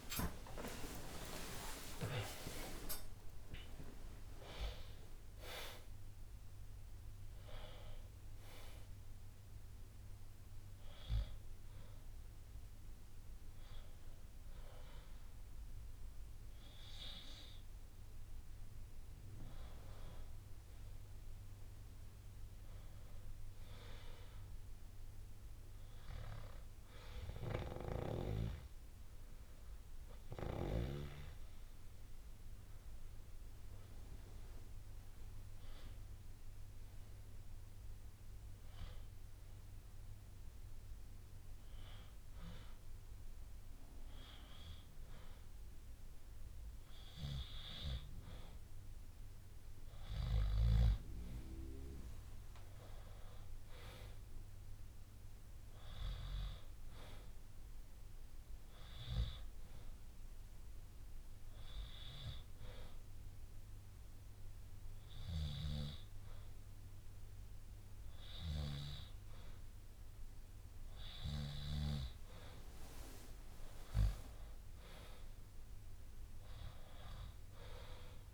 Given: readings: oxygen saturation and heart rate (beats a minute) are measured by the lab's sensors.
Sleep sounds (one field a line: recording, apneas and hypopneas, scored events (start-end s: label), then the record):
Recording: breathing in sleep by a room microphone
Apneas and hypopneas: 1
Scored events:
0.50-6.00 s: arousal
0.50-13.50 s: drop in pulse transit time (device-marked, heart rate 65 before, 66 extreme)
1.50-3.50 s: long interval between heartbeats (device-marked, heart rate 66 before, 88 extreme)
1.50-18.50 s: oxygen desaturation (device-marked, oxygen 94% before, 91% lowest, heart rate 66 before, 58 extreme)
24.50-28.50 s: bradycardia (device-marked, heart rate 65 before, 59 extreme)
39.50-43.50 s: bradycardia (device-marked, heart rate 65 before, 59 extreme)
50.50-52.50 s: long interval between heartbeats (device-marked, heart rate 61 before, 63 extreme)
55.00-59.00 s: arousal
57.50-64.50 s: bradycardia (device-marked, heart rate 65 before, 57 extreme)
61.00-71.00 s: hypopnea (oxygen 97% before, 93% lowest, heart rate 63 before, 59 extreme, up 13 after)
73.50-77.00 s: arousal
From the record:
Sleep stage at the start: N2 (light sleep)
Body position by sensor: on the back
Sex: male